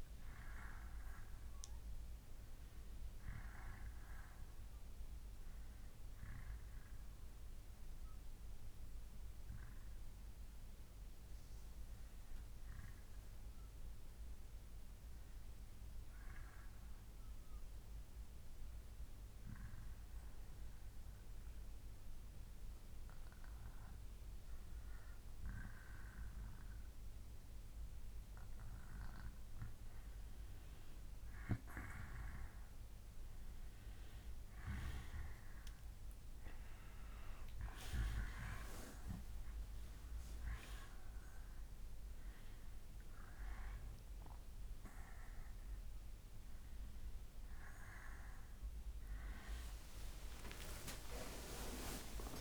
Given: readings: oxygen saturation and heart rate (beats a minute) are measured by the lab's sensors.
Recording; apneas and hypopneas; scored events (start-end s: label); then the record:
breathing in sleep by a room microphone; 1
0.00-9.00 s: oxygen desaturation (device-marked, oxygen 91% lowest, heart rate 57 extreme)
17.50-29.00 s: obstructive apnea (oxygen 96% before, 91% lowest, heart rate 67 before, 66 extreme, up 3 after)
27.00-47.00 s: oxygen desaturation (device-marked, oxygen 96% before, 91% lowest, heart rate 66 before, 62 extreme)
31.00-34.50 s: arousal
48.00-52.41 s: new sleep stage, N1 (lightest sleep)
49.50-52.41 s: arousal
From the record:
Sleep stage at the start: N2 (light sleep); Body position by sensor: on the back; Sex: male